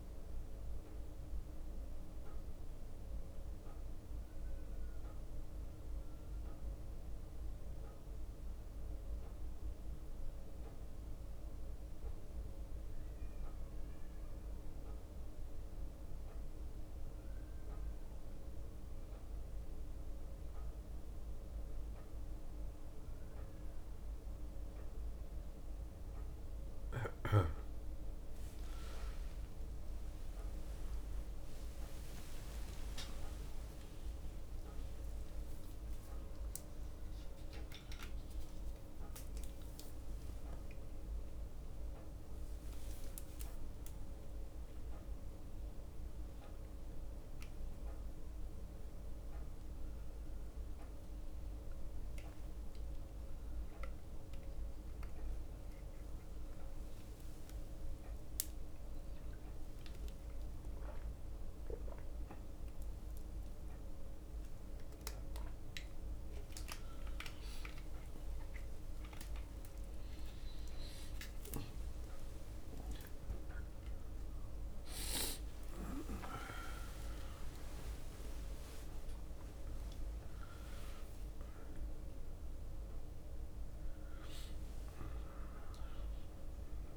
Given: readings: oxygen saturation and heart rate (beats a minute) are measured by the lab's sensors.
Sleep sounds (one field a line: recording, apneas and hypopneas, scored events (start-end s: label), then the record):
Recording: a person awake in a sleep study, hard to hear, by a room microphone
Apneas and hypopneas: none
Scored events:
0.00-4.00 s: bradycardia (device-marked, heart rate 59 extreme)
15.00-25.00 s: bradycardia (device-marked, heart rate 58 before, 59 extreme)
32.50-34.50 s: long interval between heartbeats (device-marked, heart rate 60 before, 88 extreme)
56.00-61.00 s: tachycardia (device-marked, heart rate 59 before, 114 extreme)
58.50-60.50 s: long interval between heartbeats (device-marked, heart rate 67 before, 96 extreme)
62.50-64.50 s: long interval between heartbeats (device-marked, heart rate 75 before, 118 extreme)
66.00-68.00 s: long interval between heartbeats (device-marked, heart rate 84 before, 86 extreme)
71.50-73.50 s: long interval between heartbeats (device-marked, heart rate 88 before, 77 extreme)
73.00-80.00 s: bradycardia (device-marked)
75.00-85.00 s: drop in pulse transit time (device-marked)
77.50-79.50 s: long interval between heartbeats (device-marked, heart rate 89 before, 35 extreme)
84.50-86.97 s: leg movement (device-marked)
From the record:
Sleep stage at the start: awake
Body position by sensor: on the back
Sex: male